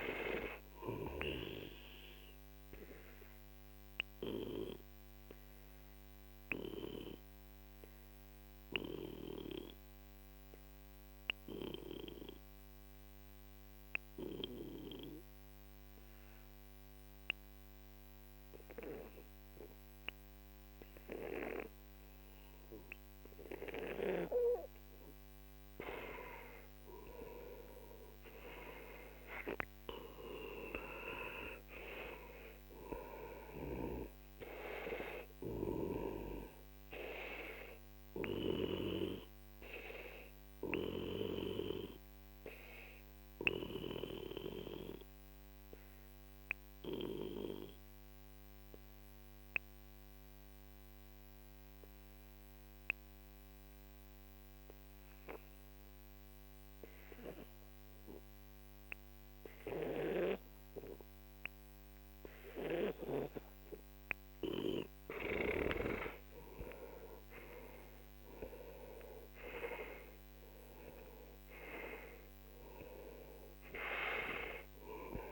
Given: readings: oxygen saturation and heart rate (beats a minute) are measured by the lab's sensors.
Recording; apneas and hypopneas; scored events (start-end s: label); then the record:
breathing in sleep by a microphone on the trachea; 2
0.00-15.00 s: oxygen desaturation (device-marked, oxygen 92% lowest, heart rate 44 extreme)
2.50-24.50 s: obstructive apnea (oxygen 97% before, 91% lowest, heart rate 52 before, 43 extreme, up 15 after)
26.00-45.00 s: oxygen desaturation (device-marked, oxygen 97% before, 93% lowest, heart rate 46 before, 43 extreme)
26.50-30.50 s: arousal
37.50-65.00 s: obstructive apnea (oxygen 97% before, 90% lowest, heart rate 54 before, 42 extreme, up 12 after)
65.00-75.32 s: oxygen desaturation (device-marked, oxygen 98% before, 91% lowest, heart rate 48 before, 42 extreme)
67.50-72.00 s: arousal
From the record:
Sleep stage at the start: N2 (light sleep); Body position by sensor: on the back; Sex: male